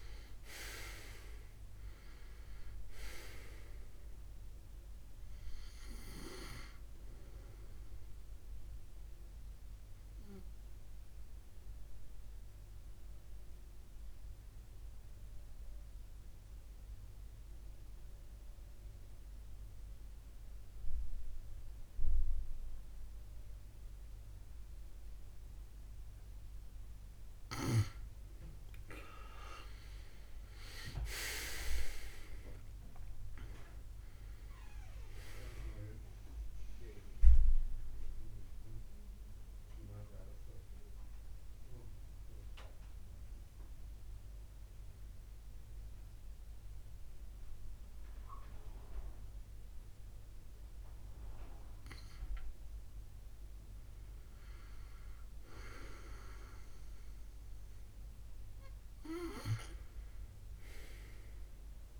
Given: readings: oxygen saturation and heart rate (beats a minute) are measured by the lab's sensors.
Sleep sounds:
breathing in sleep by a room microphone; 2
0.00-1.00 s: arousal
8.00-27.50 s: mixed apnea (oxygen 97% before, 91% lowest, heart rate 71 before, 66 extreme, up 8 after)
13.00-29.00 s: oxygen desaturation (device-marked, oxygen 95% before, 91% lowest, heart rate 71 before, 66 extreme)
29.50-33.50 s: arousal
39.00-52.00 s: central apnea (oxygen 98% before, 91% lowest, heart rate 71 before, 63 extreme, up 5 after)
54.00-61.99 s: oxygen desaturation (device-marked, oxygen 95% before, 92% lowest, heart rate 70 before, 63 extreme)
55.50-59.50 s: arousal
From the record:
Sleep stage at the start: N2 (light sleep); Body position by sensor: on the back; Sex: male

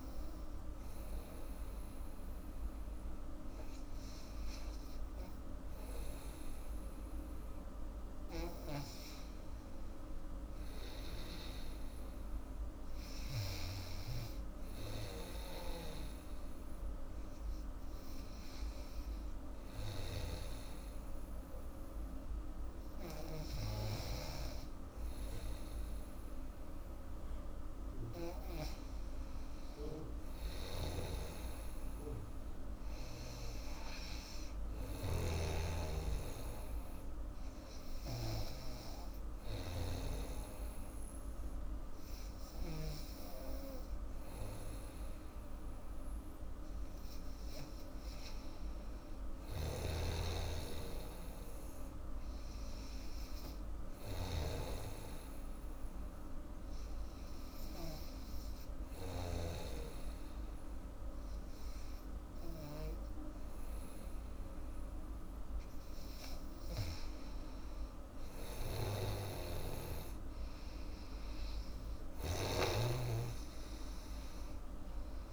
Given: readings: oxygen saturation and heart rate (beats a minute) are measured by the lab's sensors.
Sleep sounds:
breathing in sleep by a room microphone; 1
15.00-23.50 s: snoring (device-marked)
30.50-43.00 s: snoring (device-marked)
49.50-59.50 s: snoring (device-marked)
55.00-65.00 s: hypopnea (oxygen 96% before, 92% lowest, heart rate 83 before, 79 extreme, up 4 after)
68.00-72.00 s: arousal
69.00-75.32 s: snoring (device-marked)
From the record:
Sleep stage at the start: N2 (light sleep); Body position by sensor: on the back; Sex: female

